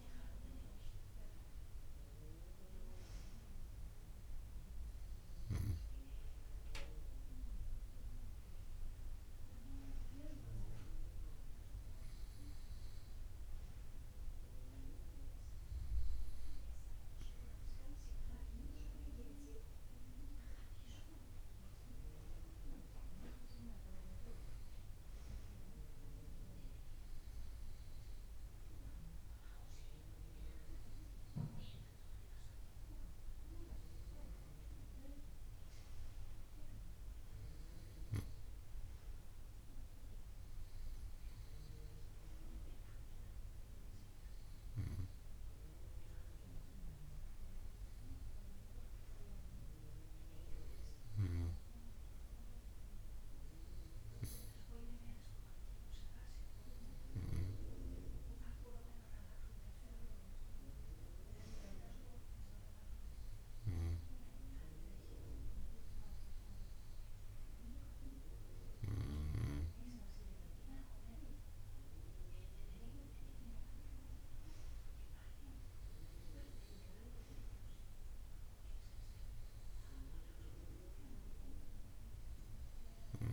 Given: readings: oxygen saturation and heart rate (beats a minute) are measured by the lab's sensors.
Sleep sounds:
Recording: breathing in sleep by a room microphone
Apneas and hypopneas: none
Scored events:
none scored
From the record:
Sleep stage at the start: N2 (light sleep)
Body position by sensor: on the right side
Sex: female

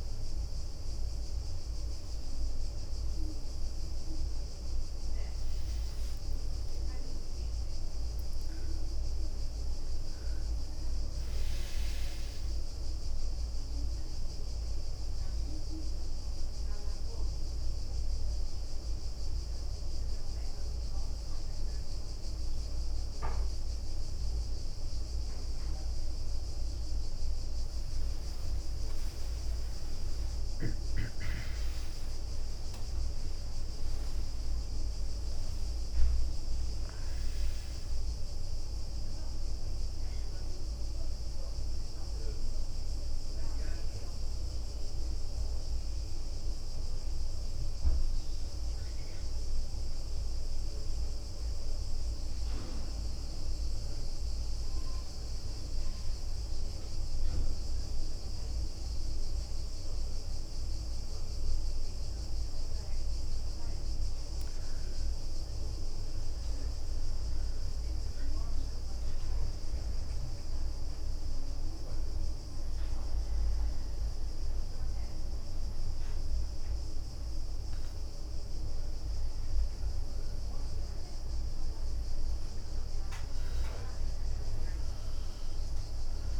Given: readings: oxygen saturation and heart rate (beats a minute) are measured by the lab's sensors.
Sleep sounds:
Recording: a person awake in a sleep study, hard to hear, by a room microphone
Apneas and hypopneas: 1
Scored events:
0.00-1.50 s: leg movement (device-marked)
5.00-6.50 s: leg movement (device-marked)
8.00-29.00 s: oxygen desaturation (device-marked, oxygen 98% before, 94% lowest, heart rate 72 before, 62 extreme)
8.50-10.50 s: leg movement (device-marked)
12.00-15.00 s: leg movement (device-marked)
24.50-26.50 s: leg movement (device-marked)
27.50-30.50 s: leg movement (device-marked)
29.00-31.00 s: long interval between heartbeats (device-marked, heart rate 71 before, 78 extreme)
32.50-37.50 s: leg movement (device-marked)
45.00-46.00 s: leg movement (device-marked)
48.00-52.00 s: leg movement (device-marked)
49.00-86.40 s: new sleep stage, N1 (lightest sleep)
61.00-82.00 s: oxygen desaturation (device-marked, oxygen 99% before, 94% lowest, heart rate 67 before, 64 extreme)
62.00-64.50 s: leg movement (device-marked)
67.00-73.50 s: leg movement (device-marked)
71.50-81.50 s: obstructive apnea (oxygen 99% before, 91% lowest, heart rate 68 before, 64 extreme, up 5 after)
84.00-86.40 s: arousal
84.50-86.40 s: leg movement (device-marked)
From the record:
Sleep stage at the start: awake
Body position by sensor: on the back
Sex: female

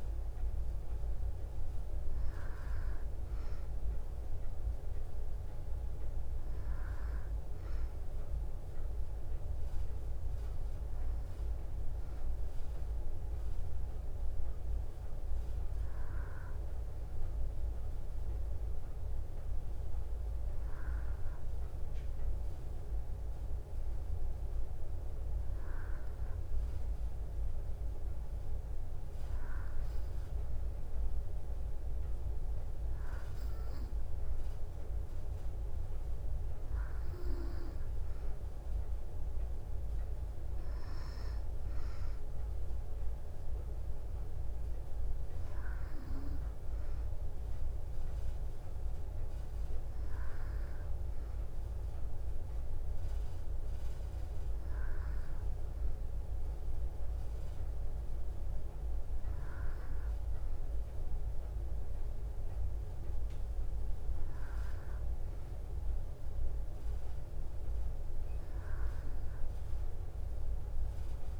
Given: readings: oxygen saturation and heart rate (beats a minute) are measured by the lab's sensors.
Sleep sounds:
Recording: breathing in sleep, hard to hear, by a room microphone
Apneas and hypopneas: none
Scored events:
none scored
From the record:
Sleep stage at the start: N2 (light sleep)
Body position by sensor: on the back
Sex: female

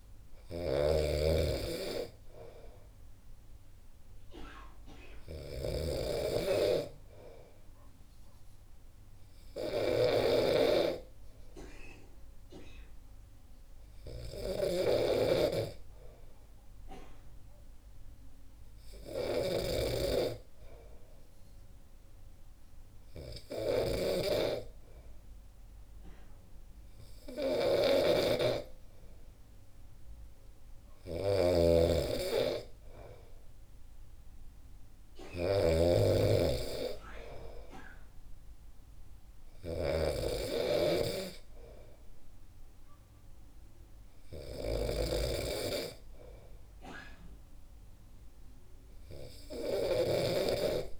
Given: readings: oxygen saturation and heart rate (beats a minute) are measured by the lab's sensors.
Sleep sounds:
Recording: breathing in sleep by a room microphone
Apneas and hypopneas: none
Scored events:
0.00-51.00 s: snoring (device-marked)
From the record:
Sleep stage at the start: N2 (light sleep)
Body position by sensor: on the back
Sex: male

